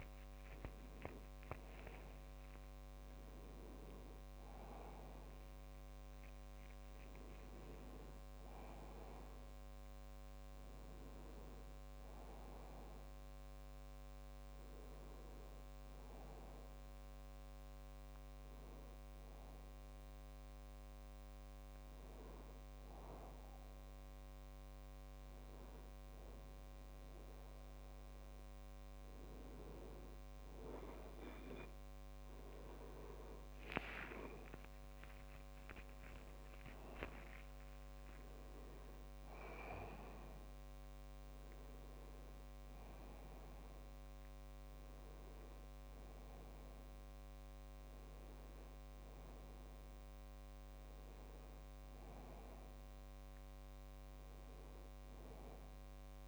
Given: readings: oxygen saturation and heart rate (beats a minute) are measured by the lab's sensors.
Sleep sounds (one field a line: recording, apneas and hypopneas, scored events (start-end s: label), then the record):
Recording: breathing in sleep by a microphone on the trachea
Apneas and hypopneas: 1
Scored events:
19.00-31.00 s: hypopnea (oxygen 98% before, 95% lowest, heart rate 70 before, 64 extreme, up 7 after)
33.50-37.50 s: arousal
From the record:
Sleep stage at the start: N1 (lightest sleep)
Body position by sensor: on the back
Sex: male